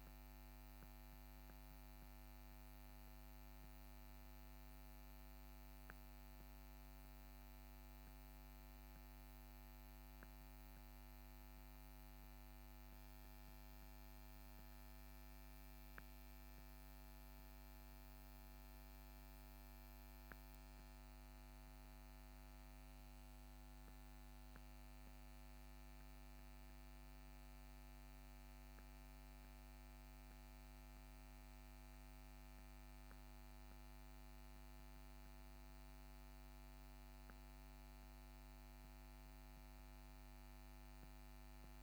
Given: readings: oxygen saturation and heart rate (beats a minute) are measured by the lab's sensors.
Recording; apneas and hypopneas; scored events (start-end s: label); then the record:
a person awake in a sleep study, hard to hear, by a microphone on the trachea; none
none scored
From the record:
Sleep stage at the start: awake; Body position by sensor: on the back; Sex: male